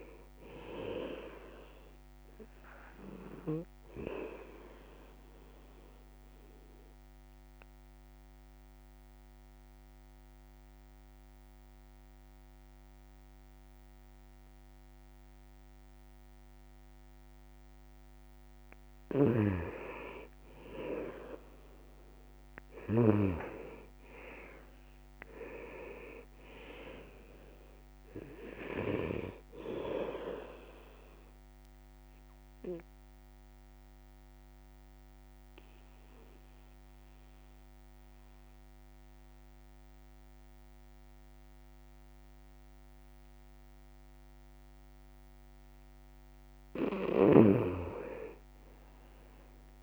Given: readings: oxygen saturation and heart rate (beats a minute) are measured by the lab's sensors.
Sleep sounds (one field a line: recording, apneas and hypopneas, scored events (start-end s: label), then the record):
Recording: breathing in sleep by a microphone on the trachea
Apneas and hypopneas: 2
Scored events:
3.50-18.50 s: obstructive apnea (oxygen 98% before, 89% lowest, heart rate 142 before, 70 extreme, up 42 after)
7.50-23.50 s: oxygen desaturation (device-marked, oxygen 97% before, 89% lowest, heart rate 134 before, 48 extreme)
18.50-23.00 s: snoring (device-marked)
22.50-26.50 s: arousal
31.50-45.50 s: mixed apnea (oxygen 98% before, 89% lowest, heart rate 131 before, 38 extreme)
38.50-49.83 s: oxygen desaturation (device-marked, oxygen 96% before, 90% lowest, heart rate 126 before, 38 extreme)
43.50-47.50 s: bradycardia (device-marked, heart rate 115 before, 48 extreme)
From the record:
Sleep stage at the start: N2 (light sleep)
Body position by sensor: on the back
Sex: male